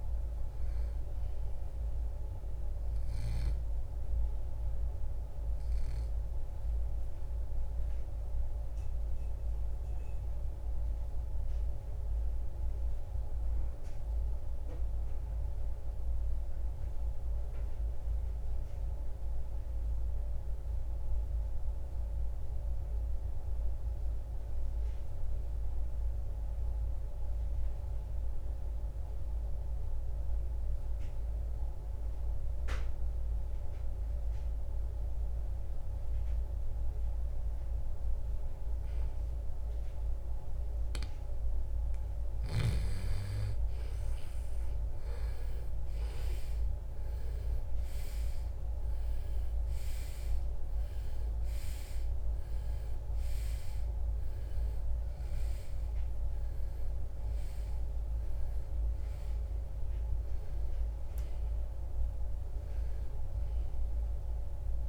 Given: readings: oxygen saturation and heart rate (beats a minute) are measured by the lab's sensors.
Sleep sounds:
breathing in sleep, hard to hear, by a room microphone; 1
4.00-41.50 s: obstructive apnea (oxygen 96% before, 81% lowest, heart rate 73 before, 44 extreme, up 24 after)
10.00-33.00 s: oxygen desaturation (device-marked, oxygen 95% before, 81% lowest, heart rate 75 before, 44 extreme)
43.50-47.50 s: arousal
From the record:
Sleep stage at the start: REM sleep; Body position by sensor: on the right side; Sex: male

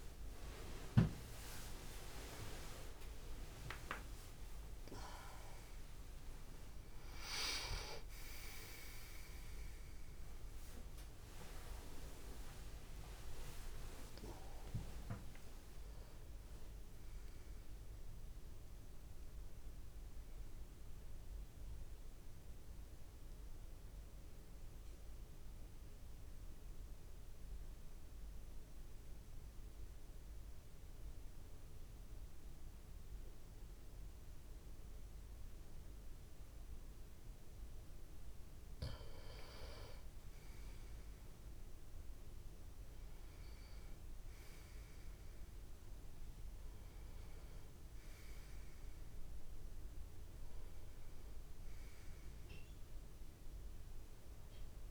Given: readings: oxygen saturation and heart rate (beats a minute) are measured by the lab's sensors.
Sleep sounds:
a person partly awake in a sleep study, by a room microphone; 1
0.00-5.00 s: tachycardia (device-marked)
24.00-54.91 s: new sleep stage, N2 (light sleep)
26.50-39.00 s: mixed apnea (oxygen 97% before, 91% lowest)
40.50-44.00 s: arousal
44.00-54.91 s: oxygen desaturation (device-marked, oxygen 98% before, 93% lowest)
From the record:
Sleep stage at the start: awake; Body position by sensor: on the back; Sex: male

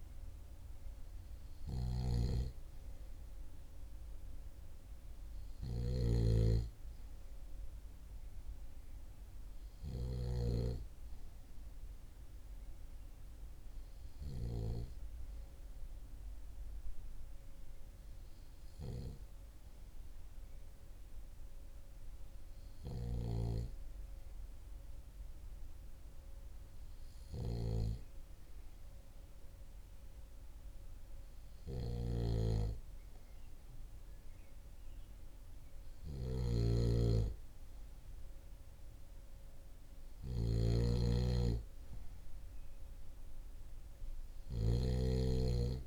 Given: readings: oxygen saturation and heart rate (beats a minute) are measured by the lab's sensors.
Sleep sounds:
breathing in sleep by a room microphone; none
0.00-9.50 s: snoring (device-marked)
22.00-44.00 s: snoring (device-marked)
From the record:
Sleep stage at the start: N2 (light sleep); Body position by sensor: on the back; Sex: male

